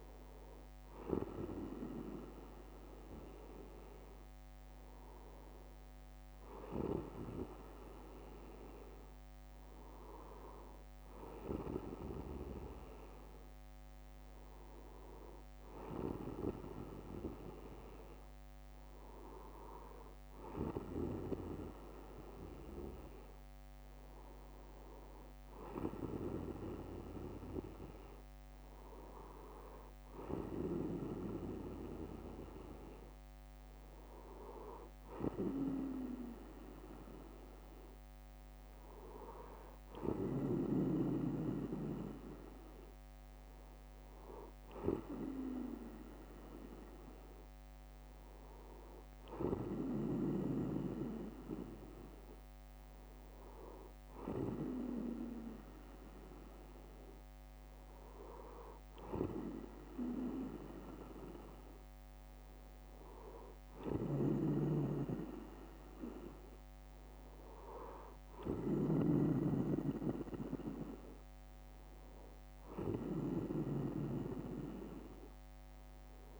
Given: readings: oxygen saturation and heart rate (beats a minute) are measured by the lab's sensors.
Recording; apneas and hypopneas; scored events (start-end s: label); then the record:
breathing in sleep by a microphone on the trachea; none
12.00-14.00 s: bradycardia (device-marked, heart rate 62 before, 58 extreme)
22.00-24.00 s: bradycardia (device-marked, heart rate 62 before, 61 extreme)
35.00-37.00 s: bradycardia (device-marked, heart rate 62 before, 58 extreme)
44.00-46.00 s: bradycardia (device-marked, heart rate 62 before, 62 extreme)
54.00-56.00 s: bradycardia (device-marked, heart rate 62 before, 61 extreme)
64.00-66.00 s: bradycardia (device-marked, heart rate 61 before, 61 extreme)
74.00-76.00 s: bradycardia (device-marked, heart rate 61 before, 62 extreme)
From the record:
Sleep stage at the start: N2 (light sleep); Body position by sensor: on the back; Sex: male